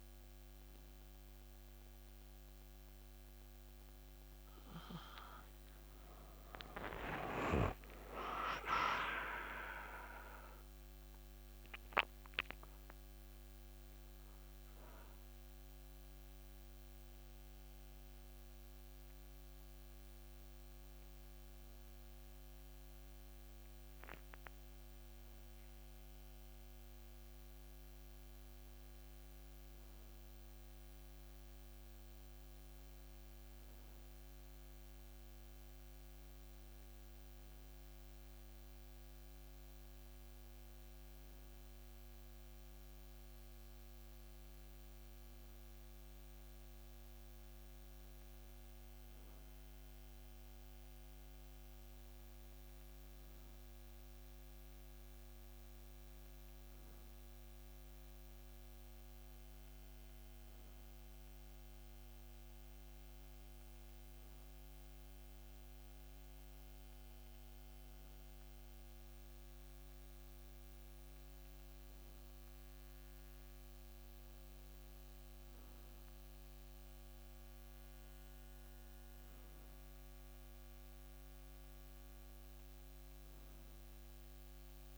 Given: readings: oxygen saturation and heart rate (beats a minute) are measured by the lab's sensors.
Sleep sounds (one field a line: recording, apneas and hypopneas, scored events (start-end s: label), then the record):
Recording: a person awake in a sleep study, by a microphone on the trachea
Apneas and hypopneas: none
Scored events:
2.50-62.50 s: new sleep stage, awake
62.50-84.98 s: new sleep stage, N1 (lightest sleep)
From the record:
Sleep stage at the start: N1 (lightest sleep)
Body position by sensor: on the back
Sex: male